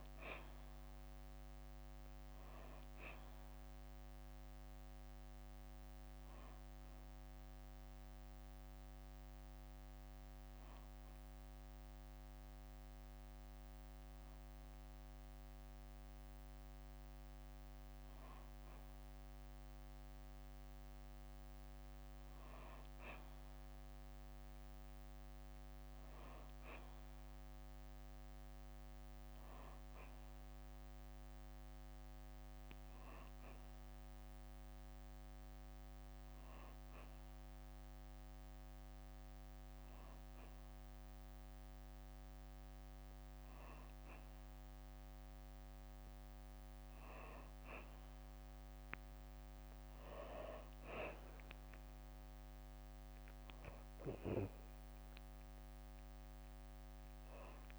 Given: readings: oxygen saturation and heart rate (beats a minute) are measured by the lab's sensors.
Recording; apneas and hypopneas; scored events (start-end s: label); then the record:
breathing in sleep, hard to hear, by a microphone on the trachea; none
0.00-3.50 s: oxygen desaturation (device-marked, oxygen 94% lowest, heart rate 65 extreme)
14.50-16.50 s: tachycardia (device-marked, heart rate 71 before, 87 extreme)
17.50-19.50 s: long interval between heartbeats (device-marked, heart rate 71 before, 102 extreme)
50.50-54.50 s: drop in pulse transit time (device-marked, heart rate 68 before, 70 extreme)
From the record:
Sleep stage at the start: N2 (light sleep); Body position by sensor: on the back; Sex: female